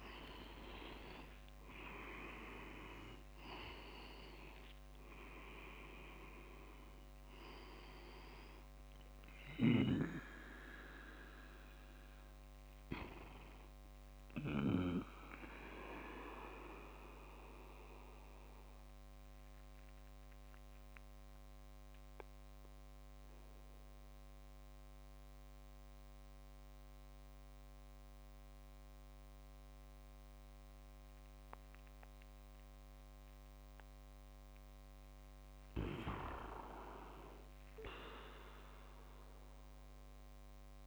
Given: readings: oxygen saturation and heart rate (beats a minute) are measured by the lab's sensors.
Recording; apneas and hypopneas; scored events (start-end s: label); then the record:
breathing in sleep by a microphone on the trachea; 1
0.00-1.00 s: arousal
0.00-4.00 s: leg movement (device-marked)
0.00-34.00 s: oxygen desaturation (device-marked, oxygen 88% lowest, heart rate 51 extreme)
15.50-32.50 s: mixed apnea (oxygen 98% before, 88% lowest, heart rate 68 before, 51 extreme, up 6 after)
35.00-39.00 s: arousal
From the record:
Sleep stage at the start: N2 (light sleep); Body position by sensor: on the back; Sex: male